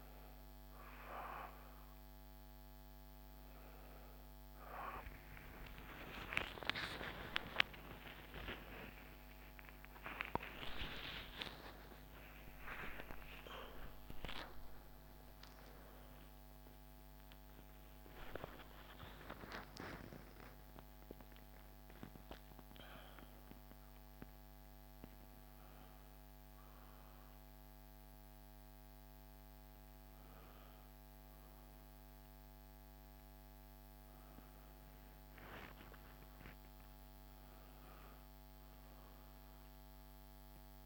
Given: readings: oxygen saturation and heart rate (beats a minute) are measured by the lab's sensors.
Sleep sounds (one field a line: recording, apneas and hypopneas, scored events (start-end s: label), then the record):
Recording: a person awake in a sleep study, by a microphone on the trachea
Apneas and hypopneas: none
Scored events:
4.00-12.00 s: tachycardia (device-marked, heart rate 68 before, 168 extreme)
5.50-7.50 s: long interval between heartbeats (device-marked, heart rate 62 before, 76 extreme)
8.50-10.50 s: long interval between heartbeats (device-marked, heart rate 65 before, 143 extreme)
15.00-22.00 s: oxygen desaturation (device-marked, oxygen 98% before, 95% lowest, heart rate 95 before, 62 extreme)
From the record:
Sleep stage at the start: awake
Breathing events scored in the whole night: 374 in 7.0 hours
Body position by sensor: on the back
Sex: female